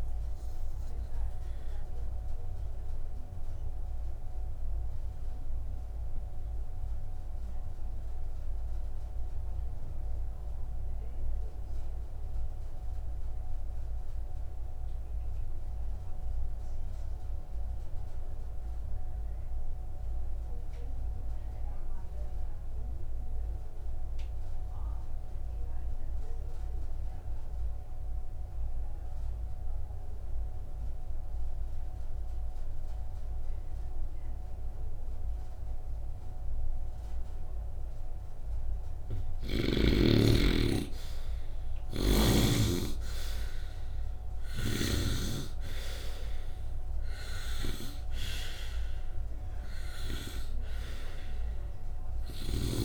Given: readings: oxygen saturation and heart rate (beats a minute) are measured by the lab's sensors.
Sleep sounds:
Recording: breathing in sleep by a room microphone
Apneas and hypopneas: 1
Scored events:
0.00-25.00 s: oxygen desaturation (device-marked, oxygen 67% lowest, heart rate 51 extreme)
1.50-38.00 s: obstructive apnea (oxygen 98% before, 64% lowest, heart rate 59 before, 51 extreme, up 5 after)
27.00-40.00 s: oxygen desaturation (device-marked, oxygen 96% before, 74% lowest, heart rate 70 before, 51 extreme)
41.00-45.00 s: arousal
From the record:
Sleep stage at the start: N2 (light sleep)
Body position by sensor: upright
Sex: male

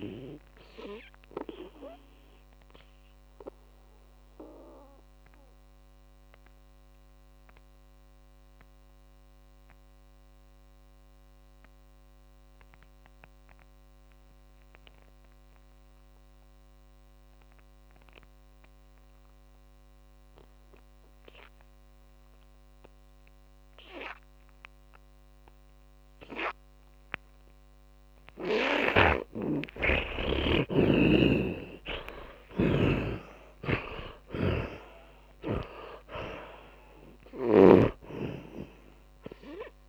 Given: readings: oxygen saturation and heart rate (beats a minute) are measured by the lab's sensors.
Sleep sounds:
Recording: breathing in sleep by a microphone on the trachea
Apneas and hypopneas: 1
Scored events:
0.00-17.50 s: oxygen desaturation (device-marked, oxygen 78% lowest)
1.00-29.50 s: mixed apnea (oxygen 100% before, 78% lowest)
25.50-31.50 s: tachycardia (device-marked, heart rate 34 before, 112 extreme)
30.00-34.50 s: arousal
31.50-38.00 s: snoring (device-marked)
31.50-39.89 s: oxygen desaturation (device-marked, oxygen 100% before, 80% lowest)
From the record:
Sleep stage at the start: N2 (light sleep)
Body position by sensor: on the back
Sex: male

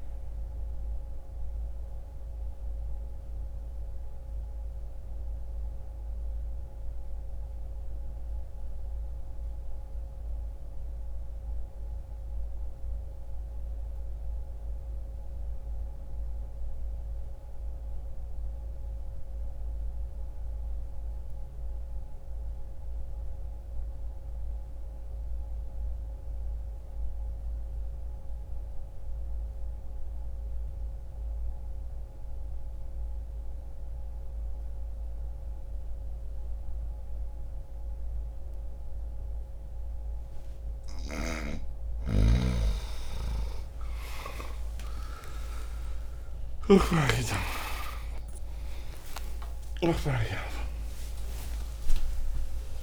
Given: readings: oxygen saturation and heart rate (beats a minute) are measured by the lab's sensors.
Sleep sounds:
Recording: a person partly awake in a sleep study, by a room microphone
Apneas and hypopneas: 1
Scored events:
0.00-20.50 s: oxygen desaturation (device-marked, oxygen 84% lowest)
1.00-41.00 s: mixed apnea (oxygen 99% before, 84% lowest)
28.50-52.83 s: new sleep stage, awake
30.50-52.83 s: oxygen desaturation (device-marked, oxygen 97% before, 90% lowest)
40.50-49.50 s: snoring (device-marked)
From the record:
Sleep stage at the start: N2 (light sleep)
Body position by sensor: on the back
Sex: male

